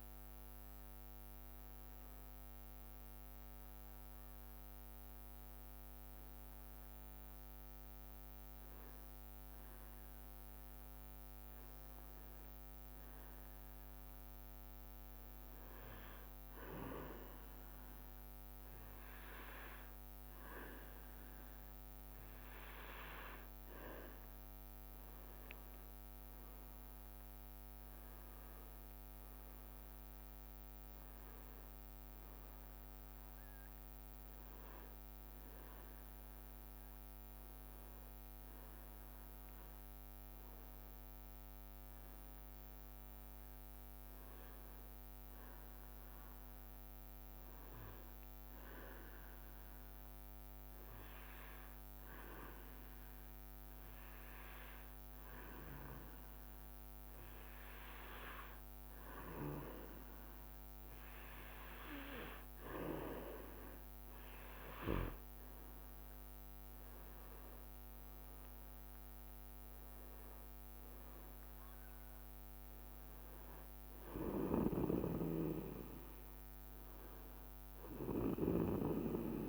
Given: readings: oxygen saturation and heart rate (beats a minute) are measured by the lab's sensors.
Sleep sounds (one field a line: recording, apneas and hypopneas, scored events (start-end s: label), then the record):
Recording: breathing in sleep by a microphone on the trachea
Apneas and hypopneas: 2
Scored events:
6.00-21.50 s: hypopnea (oxygen 99% before, 94% lowest, heart rate 70 before, 66 extreme, up 6 after)
18.50-43.50 s: oxygen desaturation (device-marked, oxygen 98% before, 94% lowest, heart rate 68 before, 67 extreme)
24.50-28.50 s: arousal
45.50-59.50 s: obstructive apnea (oxygen 98% before, 94% lowest, heart rate 70 before, 67 extreme, up 5 after)
60.50-79.49 s: oxygen desaturation (device-marked, oxygen 98% before, 94% lowest, heart rate 68 before, 64 extreme)
66.00-70.00 s: arousal
69.50-73.00 s: leg movement (device-marked)
75.00-76.50 s: leg movement (device-marked)
From the record:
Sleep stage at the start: N2 (light sleep)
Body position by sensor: on the back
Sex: male